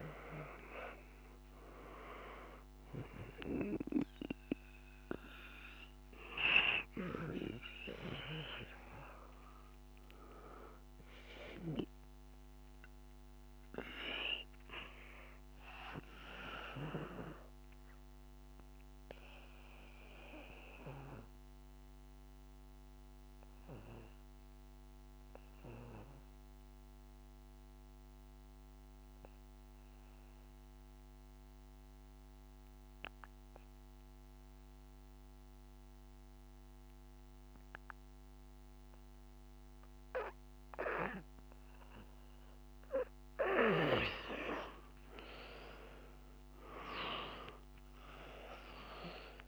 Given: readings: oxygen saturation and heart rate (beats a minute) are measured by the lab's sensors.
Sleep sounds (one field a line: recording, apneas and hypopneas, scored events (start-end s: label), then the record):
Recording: breathing in sleep by a microphone on the trachea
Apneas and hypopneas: 1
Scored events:
0.00-25.50 s: oxygen desaturation (device-marked, oxygen 91% lowest, heart rate 50 extreme)
16.00-41.50 s: obstructive apnea (oxygen 97% before, 89% lowest, heart rate 55 before, 50 extreme, up 4 after)
41.50-49.48 s: oxygen desaturation (device-marked, oxygen 98% before, 89% lowest, heart rate 53 before, 52 extreme)
45.50-49.48 s: arousal
From the record:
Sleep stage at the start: N2 (light sleep)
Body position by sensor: on the back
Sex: male